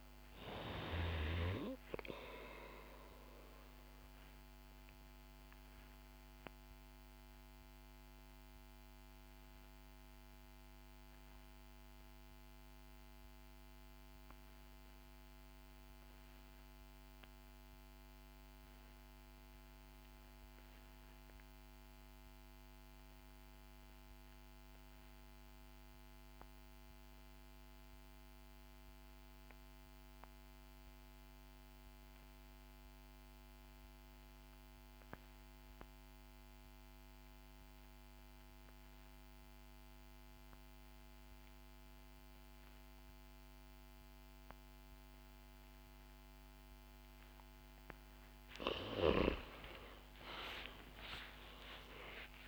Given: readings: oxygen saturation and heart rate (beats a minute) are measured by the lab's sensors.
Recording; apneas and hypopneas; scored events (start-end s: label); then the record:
breathing in sleep by a microphone on the trachea; 1
0.00-20.00 s: oxygen desaturation (device-marked, oxygen 78% lowest, heart rate 61 extreme)
4.00-47.50 s: obstructive apnea (oxygen 95% before, 78% lowest, heart rate 73 before, 61 extreme, up 14 after)
39.00-52.48 s: oxygen desaturation (device-marked, oxygen 96% before, 79% lowest, heart rate 64 before, 62 extreme)
49.50-52.48 s: arousal
From the record:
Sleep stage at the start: N2 (light sleep); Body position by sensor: on the back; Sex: female